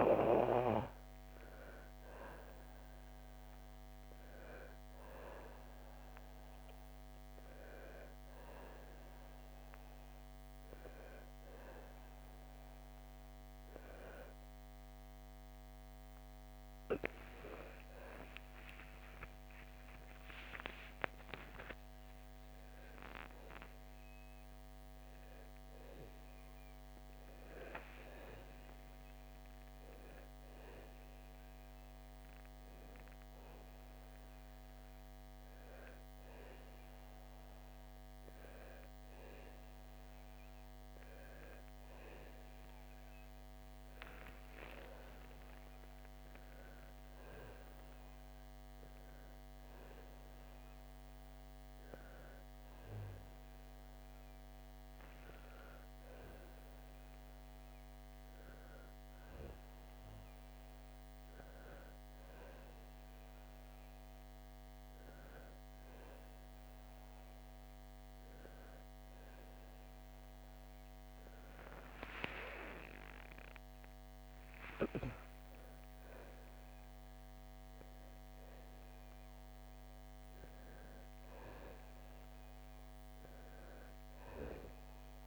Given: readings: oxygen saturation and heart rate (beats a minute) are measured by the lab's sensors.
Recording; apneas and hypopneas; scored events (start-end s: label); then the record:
breathing in sleep by a microphone on the trachea; none
none scored
From the record:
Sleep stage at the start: N1 (lightest sleep); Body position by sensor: on the back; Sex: female